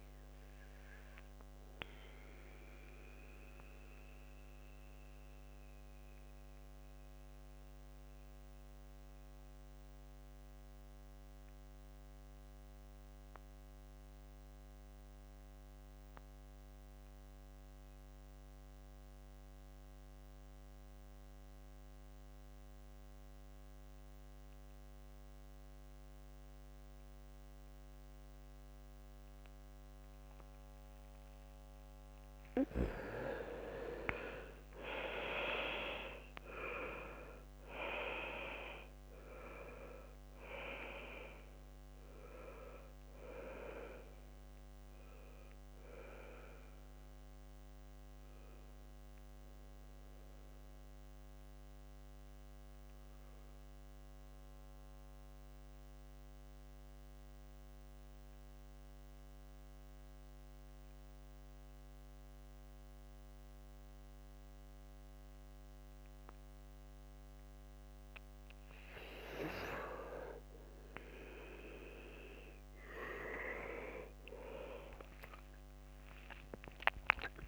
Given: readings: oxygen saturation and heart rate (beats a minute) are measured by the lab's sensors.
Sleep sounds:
breathing in sleep by a microphone on the trachea; 2
0.00-18.50 s: oxygen desaturation (device-marked, oxygen 75% lowest, heart rate 58 extreme)
1.00-32.00 s: mixed apnea (oxygen 99% before, 75% lowest, heart rate 68 before, 58 extreme, up 16 after)
3.50-6.50 s: bradycardia (device-marked, heart rate 68 before, 60 extreme)
29.50-62.50 s: oxygen desaturation (device-marked, oxygen 100% before, 75% lowest, heart rate 66 before, 66 extreme)
33.50-37.50 s: arousal
49.00-68.00 s: central apnea (oxygen 100% before, 75% lowest, heart rate 74 before, 66 extreme, up 2 after)
72.50-77.48 s: oxygen desaturation (device-marked, oxygen 100% before, 81% lowest, heart rate 69 before, 65 extreme)
74.50-77.48 s: new sleep stage, awake
From the record:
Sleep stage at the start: N2 (light sleep); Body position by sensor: on the back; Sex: male

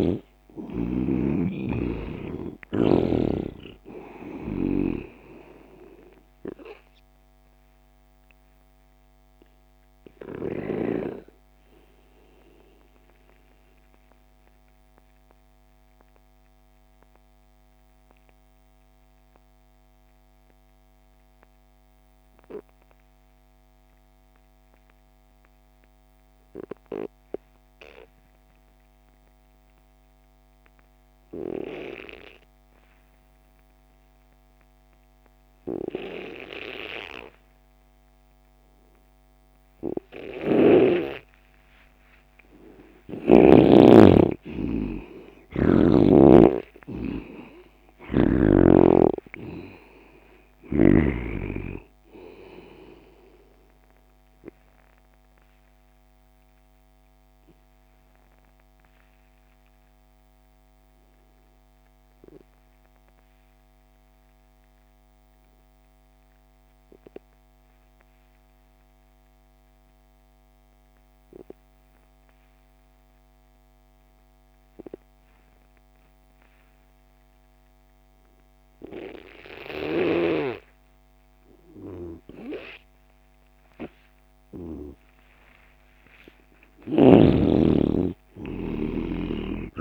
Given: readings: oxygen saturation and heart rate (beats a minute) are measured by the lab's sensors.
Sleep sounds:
breathing in sleep by a microphone on the trachea; 2
0.00-20.00 s: oxygen desaturation (device-marked, oxygen 85% lowest)
11.00-43.00 s: mixed apnea (oxygen 97% before, 85% lowest)
34.00-71.00 s: oxygen desaturation (device-marked, oxygen 98% before, 87% lowest)
40.00-43.50 s: snoring (device-marked)
45.50-49.50 s: arousal
54.50-82.50 s: obstructive apnea (oxygen 98% before, 86% lowest)
82.00-89.81 s: oxygen desaturation (device-marked, oxygen 98% before, 86% lowest)
85.00-89.81 s: arousal
From the record:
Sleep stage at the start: N2 (light sleep); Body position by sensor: on the left side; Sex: male

